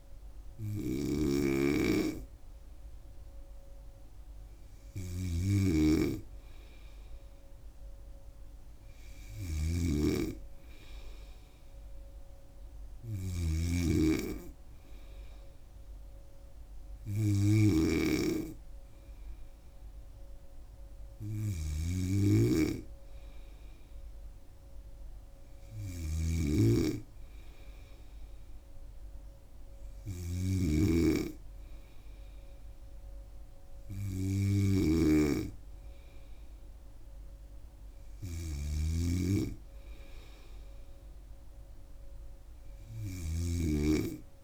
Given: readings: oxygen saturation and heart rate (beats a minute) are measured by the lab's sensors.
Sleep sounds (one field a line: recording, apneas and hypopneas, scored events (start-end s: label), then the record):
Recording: breathing in sleep by a room microphone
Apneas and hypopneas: none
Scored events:
0.00-44.43 s: snoring (device-marked)
From the record:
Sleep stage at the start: N2 (light sleep)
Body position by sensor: on the right side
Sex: female